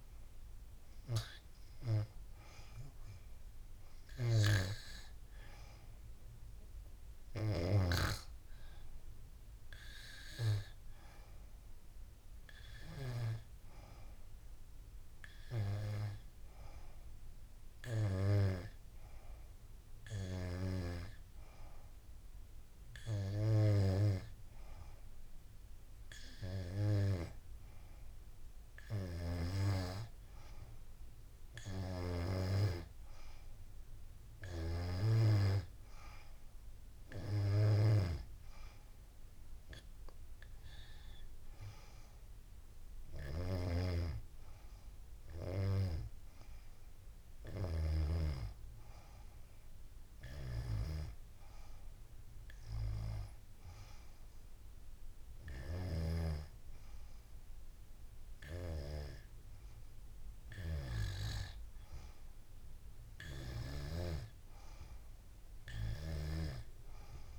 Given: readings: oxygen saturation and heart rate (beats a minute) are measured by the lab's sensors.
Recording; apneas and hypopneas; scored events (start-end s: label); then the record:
breathing in sleep by a room microphone; none
none scored
From the record:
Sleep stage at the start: N2 (light sleep); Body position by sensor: on the back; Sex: female